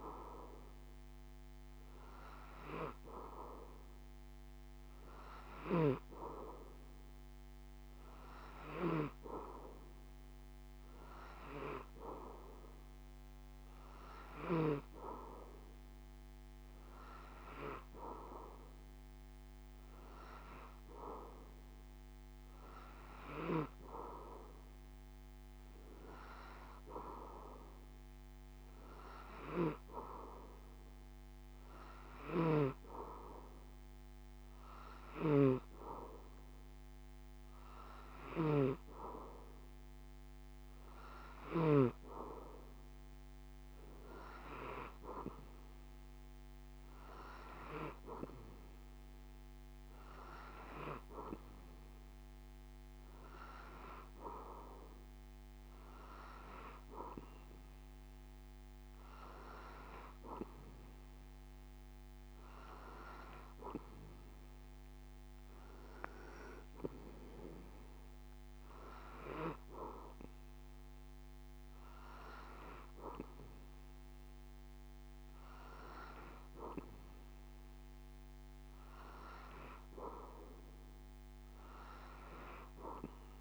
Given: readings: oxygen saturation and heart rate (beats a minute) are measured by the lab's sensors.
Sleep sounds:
breathing in sleep by a microphone on the trachea; none
none scored
From the record:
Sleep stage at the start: N3 (deep sleep); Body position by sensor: on the back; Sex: male

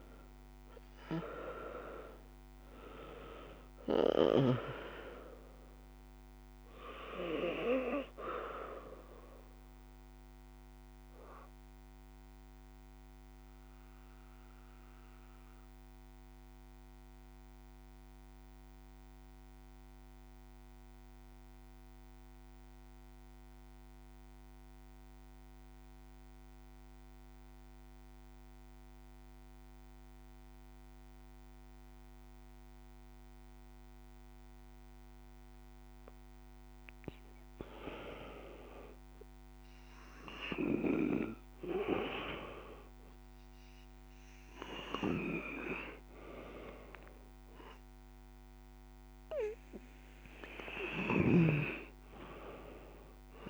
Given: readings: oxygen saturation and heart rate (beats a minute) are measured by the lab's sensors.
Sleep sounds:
breathing in sleep by a microphone on the trachea; 1
0.00-30.00 s: oxygen desaturation (device-marked, oxygen 83% lowest, heart rate 49 extreme)
6.50-34.50 s: obstructive apnea (oxygen 98% before, 83% lowest, heart rate 63 before, 50 extreme, up 8 after)
42.00-45.50 s: arousal
42.00-53.50 s: oxygen desaturation (device-marked, oxygen 98% before, 84% lowest, heart rate 59 before, 52 extreme)
50.00-53.50 s: snoring (device-marked)
From the record:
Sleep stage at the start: N2 (light sleep); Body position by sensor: on the back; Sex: female

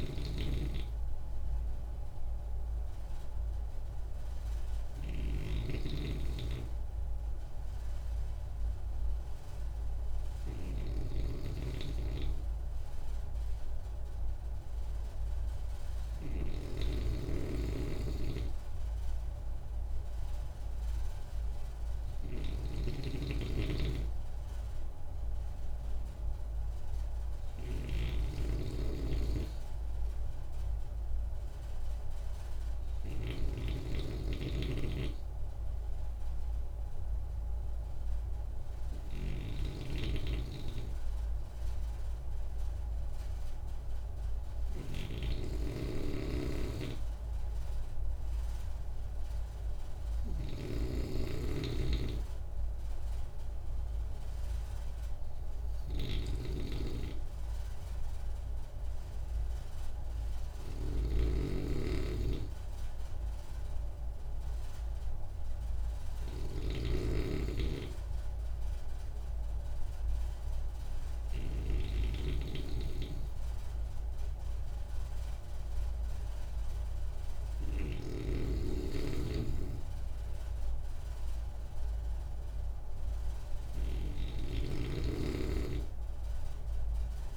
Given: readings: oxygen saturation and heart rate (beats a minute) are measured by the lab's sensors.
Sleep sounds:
breathing in sleep by a room microphone; none
0.00-78.00 s: snoring (device-marked)
84.00-87.37 s: snoring (device-marked)
From the record:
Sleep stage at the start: N2 (light sleep); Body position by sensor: on the right side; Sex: male

